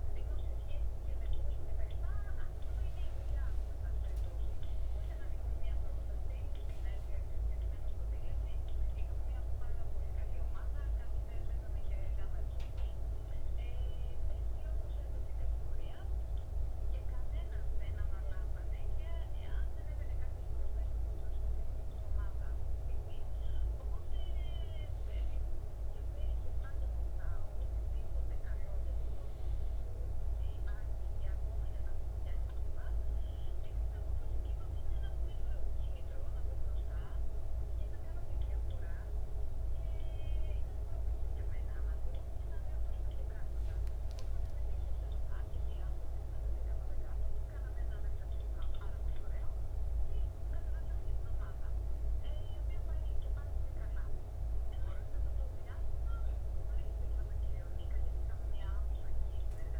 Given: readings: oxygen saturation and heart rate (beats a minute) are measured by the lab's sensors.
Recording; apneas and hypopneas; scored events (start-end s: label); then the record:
breathing in sleep, hard to hear, by a room microphone; 1
3.50-7.50 s: arousal
11.50-24.50 s: hypopnea (oxygen 97% before, 94% lowest, heart rate 67 before, 65 extreme, up 2 after)
27.00-30.50 s: arousal
From the record:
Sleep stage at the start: N2 (light sleep); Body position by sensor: on the back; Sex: male